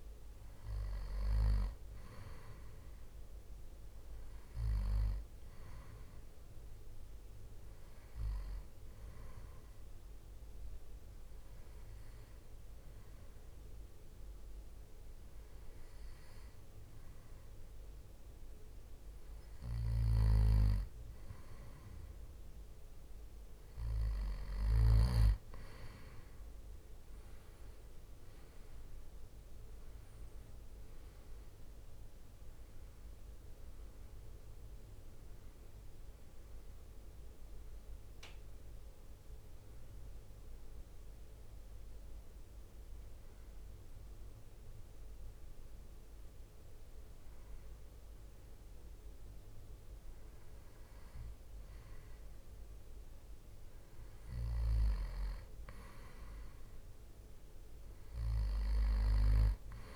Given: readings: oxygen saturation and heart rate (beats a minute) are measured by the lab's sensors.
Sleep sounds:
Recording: breathing in sleep by a room microphone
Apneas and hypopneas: 2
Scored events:
9.00-20.50 s: hypopnea (oxygen 97% before, 94% lowest, heart rate 66 before, 62 extreme, up 7 after)
27.00-43.00 s: drop in pulse transit time (device-marked, heart rate 64 before, 67 extreme)
29.50-35.50 s: arousal
42.00-54.00 s: hypopnea (oxygen 96% before, 95% lowest, heart rate 70 before, 63 extreme, up 6 after)
57.00-59.00 s: long interval between heartbeats (device-marked, heart rate 66 before, 66 extreme)
58.00-59.96 s: arousal
From the record:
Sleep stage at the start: N2 (light sleep)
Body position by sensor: on the back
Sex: male

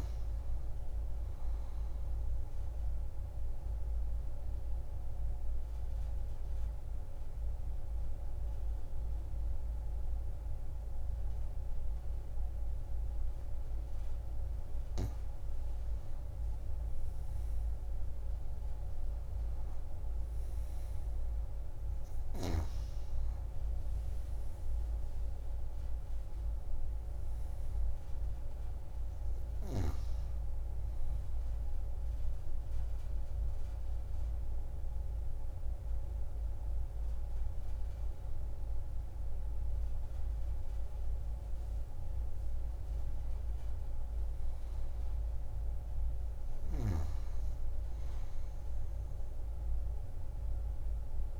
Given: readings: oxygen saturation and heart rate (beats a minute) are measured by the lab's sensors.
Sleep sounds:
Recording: breathing in sleep, hard to hear, by a room microphone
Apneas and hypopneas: 2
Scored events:
2.00-14.50 s: obstructive apnea (oxygen 95% before, 93% lowest)
16.00-20.00 s: arousal
25.00-44.00 s: oxygen desaturation (device-marked, oxygen 96% before, 93% lowest)
31.50-42.50 s: obstructive apnea (oxygen 98% before, 90% lowest)
45.50-48.00 s: arousal
From the record:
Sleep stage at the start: N2 (light sleep)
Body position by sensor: on the back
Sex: female

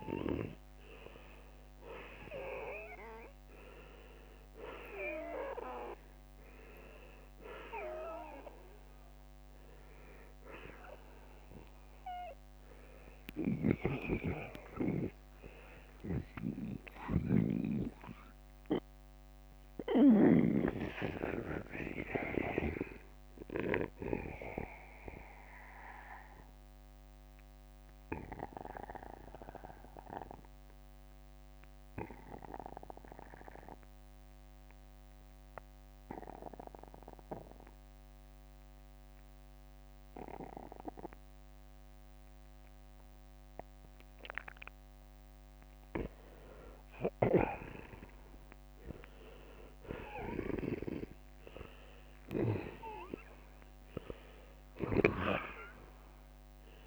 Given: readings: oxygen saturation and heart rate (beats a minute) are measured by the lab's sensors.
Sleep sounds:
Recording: breathing in sleep by a microphone on the trachea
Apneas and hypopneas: 1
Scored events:
0.00-3.50 s: arousal
5.00-38.00 s: oxygen desaturation (device-marked, oxygen 96% before, 83% lowest, heart rate 52 before, 46 extreme)
16.50-20.00 s: snoring (device-marked)
17.50-44.00 s: mixed apnea (oxygen 96% before, 83% lowest, heart rate 59 before, 46 extreme, up 16 after)
18.50-20.50 s: long interval between heartbeats (device-marked, heart rate 59 before, 63 extreme)
19.00-56.87 s: new sleep stage, N2 (light sleep)
45.50-50.00 s: arousal
From the record:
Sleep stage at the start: N1 (lightest sleep)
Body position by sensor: on the back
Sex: male

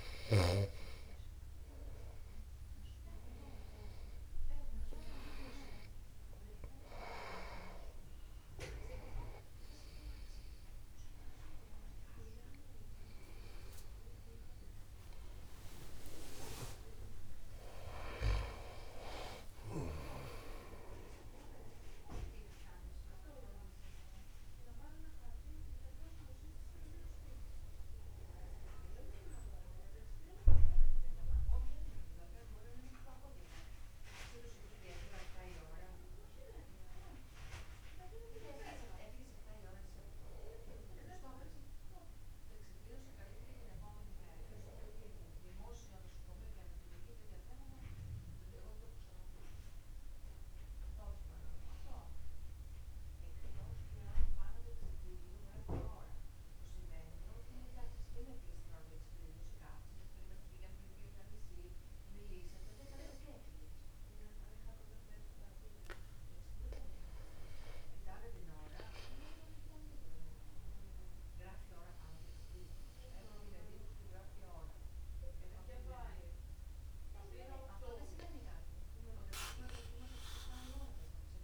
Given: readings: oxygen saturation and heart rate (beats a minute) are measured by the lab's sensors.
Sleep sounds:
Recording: breathing in sleep by a room microphone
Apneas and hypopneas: 1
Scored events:
0.00-1.00 s: snoring (device-marked)
1.00-4.00 s: arousal
17.50-19.50 s: long interval between heartbeats (device-marked, heart rate 54 before, 96 extreme)
22.50-33.50 s: oxygen desaturation (device-marked, oxygen 96% before, 93% lowest, heart rate 65 before, 50 extreme)
37.50-42.00 s: arousal
46.50-67.00 s: mixed apnea (oxygen 96% before, 95% lowest, heart rate 51 before, 50 extreme, up 1 after)
69.50-73.00 s: arousal
76.00-78.00 s: long interval between heartbeats (device-marked, heart rate 50 before, 59 extreme)
From the record:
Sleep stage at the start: N2 (light sleep)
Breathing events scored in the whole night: 147 in 3.5 hours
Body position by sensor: upright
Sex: male

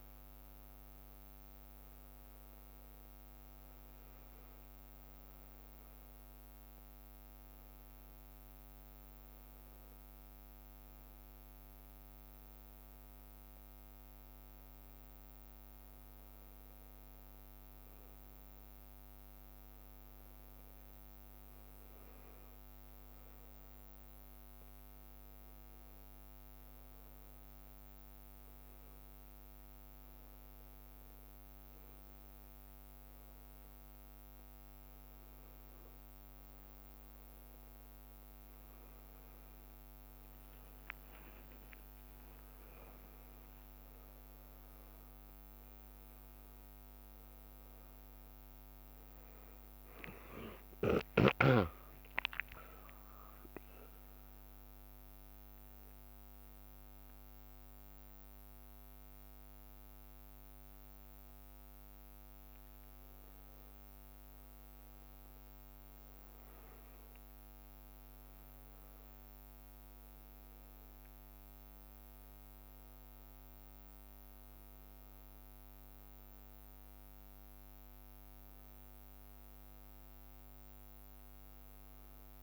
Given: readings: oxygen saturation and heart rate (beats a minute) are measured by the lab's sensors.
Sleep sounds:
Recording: a person awake in a sleep study, hard to hear, by a microphone on the trachea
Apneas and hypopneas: none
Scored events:
0.00-2.00 s: bradycardia (device-marked, heart rate 59 extreme)
16.50-26.00 s: leg movement (device-marked)
41.50-43.50 s: long interval between heartbeats (device-marked, heart rate 61 before, 68 extreme)
43.50-45.50 s: long interval between heartbeats (device-marked, heart rate 61 before, 79 extreme)
43.50-46.00 s: leg movement (device-marked)
50.00-52.50 s: leg movement (device-marked)
50.50-54.50 s: arousal
52.00-62.00 s: drop in pulse transit time (device-marked, heart rate 68 before, 62 extreme)
59.00-68.50 s: leg movement (device-marked)
70.00-78.00 s: leg movement (device-marked)
75.00-82.42 s: bradycardia (device-marked, heart rate 60 before, 58 extreme)
75.00-82.42 s: drop in pulse transit time (device-marked, heart rate 62 before, 59 extreme)
79.50-82.42 s: leg movement (device-marked)
From the record:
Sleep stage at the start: awake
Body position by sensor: on the back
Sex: male

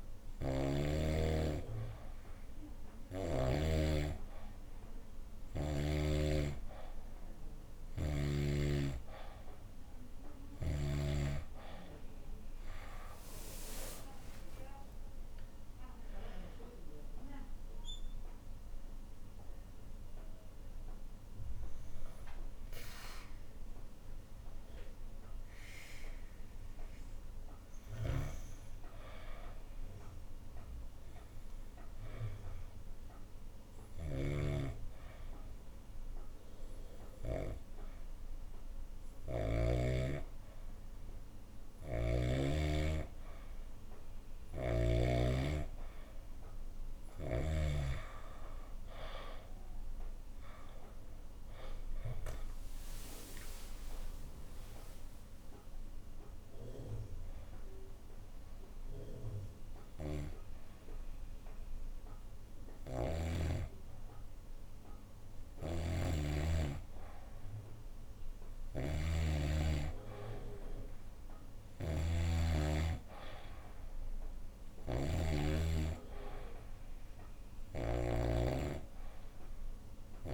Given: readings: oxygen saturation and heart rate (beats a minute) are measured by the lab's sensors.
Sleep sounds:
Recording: breathing in sleep by a room microphone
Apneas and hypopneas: 1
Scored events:
14.50-20.00 s: arousal
27.50-39.50 s: snoring (device-marked)
32.50-43.00 s: hypopnea (oxygen 95% before, 91% lowest, heart rate 76 before, 66 extreme, up 6 after)
44.00-47.50 s: snoring (device-marked)
47.00-66.00 s: oxygen desaturation (device-marked, oxygen 95% before, 91% lowest, heart rate 72 before, 66 extreme)
50.00-54.50 s: arousal
59.50-63.00 s: snoring (device-marked)
65.00-78.00 s: snoring (device-marked)
From the record:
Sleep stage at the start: N2 (light sleep)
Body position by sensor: on the back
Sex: female

